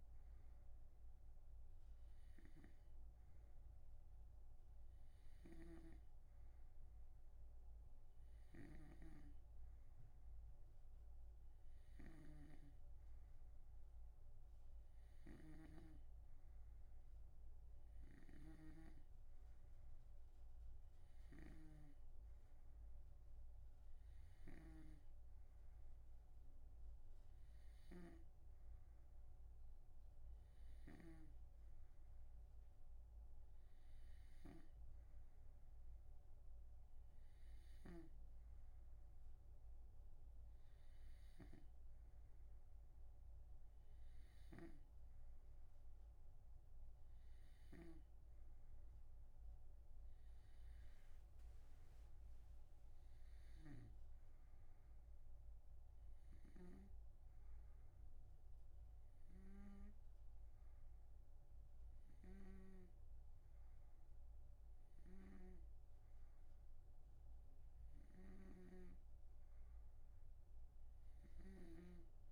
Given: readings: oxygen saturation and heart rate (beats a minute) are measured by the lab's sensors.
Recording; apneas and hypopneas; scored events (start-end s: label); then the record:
breathing in sleep by a room microphone; none
5.50-57.00 s: snoring (device-marked)
65.50-72.00 s: snoring (device-marked)
From the record:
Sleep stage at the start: N2 (light sleep); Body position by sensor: on the right side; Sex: male